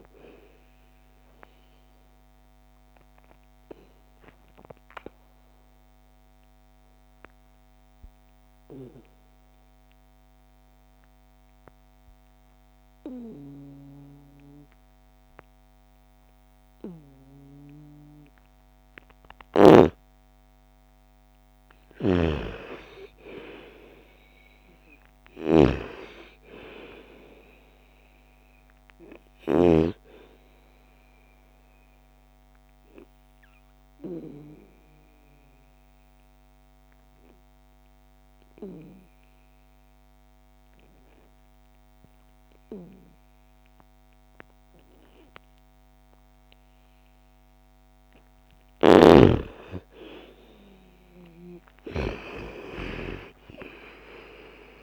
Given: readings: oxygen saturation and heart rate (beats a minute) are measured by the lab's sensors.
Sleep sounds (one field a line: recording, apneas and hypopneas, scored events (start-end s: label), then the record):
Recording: breathing in sleep by a microphone on the trachea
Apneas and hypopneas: 2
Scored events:
0.00-10.00 s: oxygen desaturation (device-marked, oxygen 87% lowest, heart rate 54 extreme)
2.00-18.00 s: obstructive apnea (oxygen 97% before, 87% lowest, heart rate 62 before, 54 extreme, up 7 after)
20.00-23.00 s: arousal
21.00-29.00 s: snoring (device-marked)
26.00-40.00 s: oxygen desaturation (device-marked, oxygen 97% before, 87% lowest, heart rate 58 before, 54 extreme)
31.50-47.50 s: obstructive apnea (oxygen 98% before, 87% lowest, heart rate 59 before, 54 extreme, up 12 after)
49.50-54.00 s: arousal
51.00-54.83 s: oxygen desaturation (device-marked, oxygen 98% before, 87% lowest, heart rate 57 before, 55 extreme)
From the record:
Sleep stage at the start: N2 (light sleep)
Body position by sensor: on the back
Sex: female